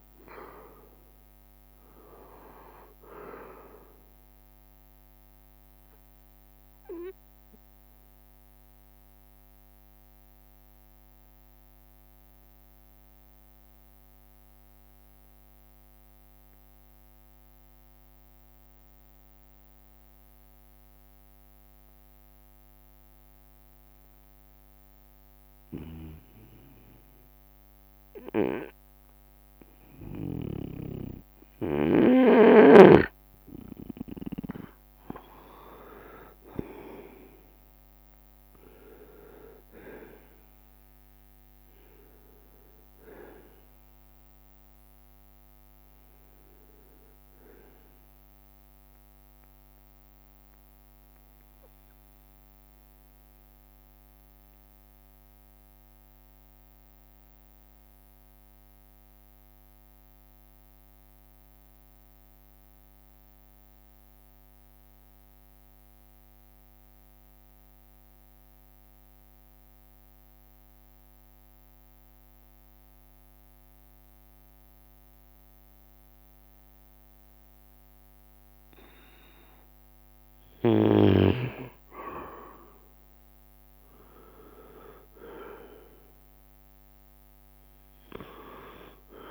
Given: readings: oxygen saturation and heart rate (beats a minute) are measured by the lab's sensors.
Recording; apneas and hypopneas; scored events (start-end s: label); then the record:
breathing in sleep by a microphone on the trachea; 2
0.00-5.50 s: leg movement (device-marked)
0.00-89.31 s: bradycardia (device-marked)
1.00-3.00 s: long interval between heartbeats (device-marked)
6.50-31.50 s: obstructive apnea (oxygen 98% before, 92% lowest)
14.50-16.50 s: leg movement (device-marked)
23.00-25.00 s: long interval between heartbeats (device-marked)
26.00-31.00 s: snoring (device-marked)
30.00-33.00 s: leg movement (device-marked)
33.50-38.50 s: arousal
35.50-37.50 s: leg movement (device-marked)
36.50-38.50 s: long interval between heartbeats (device-marked)
39.50-41.00 s: leg movement (device-marked)
41.00-42.50 s: leg movement (device-marked)
44.00-46.00 s: long interval between heartbeats (device-marked)
48.50-62.50 s: oxygen desaturation (device-marked, oxygen 96% before, 92% lowest)
52.00-78.50 s: obstructive apnea (oxygen 98% before, 92% lowest)
52.50-54.50 s: long interval between heartbeats (device-marked)
73.00-75.00 s: long interval between heartbeats (device-marked)
78.00-80.50 s: leg movement (device-marked)
81.50-82.50 s: leg movement (device-marked)
82.00-87.00 s: arousal
84.50-89.31 s: leg movement (device-marked)
From the record:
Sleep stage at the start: N2 (light sleep); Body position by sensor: on the right side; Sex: male